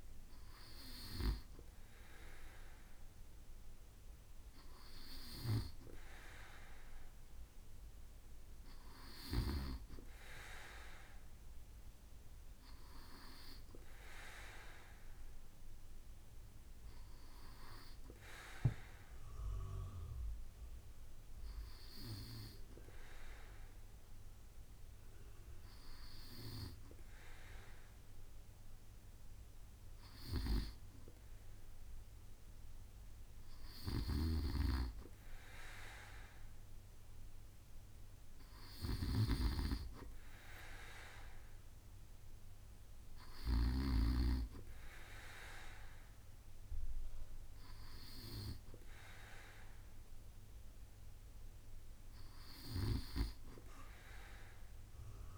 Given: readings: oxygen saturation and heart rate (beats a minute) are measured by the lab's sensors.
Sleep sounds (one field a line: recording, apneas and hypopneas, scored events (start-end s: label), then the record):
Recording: breathing in sleep by a room microphone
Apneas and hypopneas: none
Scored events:
34.00-43.50 s: snoring (device-marked)
From the record:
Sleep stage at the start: N2 (light sleep)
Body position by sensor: on the right side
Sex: male